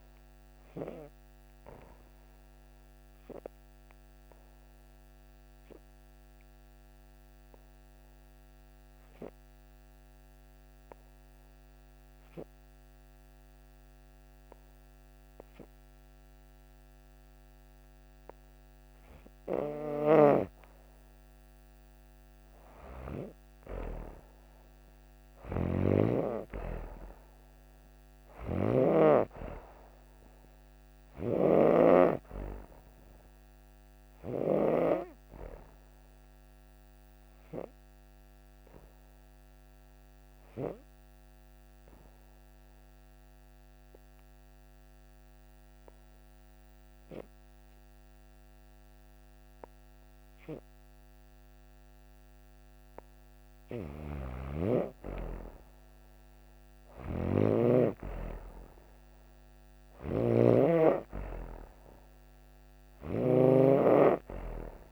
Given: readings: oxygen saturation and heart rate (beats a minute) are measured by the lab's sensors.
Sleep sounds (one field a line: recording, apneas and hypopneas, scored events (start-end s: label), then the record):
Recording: breathing in sleep by a microphone on the trachea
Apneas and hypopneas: 2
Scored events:
0.50-21.00 s: obstructive apnea (oxygen 97% before, 90% lowest)
5.50-25.50 s: oxygen desaturation (device-marked, oxygen 96% before, 90% lowest)
23.00-27.00 s: arousal
25.00-34.50 s: snoring (device-marked)
37.00-53.00 s: obstructive apnea (oxygen 96% before, 90% lowest)
44.50-54.50 s: oxygen desaturation (device-marked, oxygen 96% before, 90% lowest)
53.50-64.92 s: snoring (device-marked)
54.50-59.00 s: arousal
From the record:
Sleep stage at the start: N2 (light sleep)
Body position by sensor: on the back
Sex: female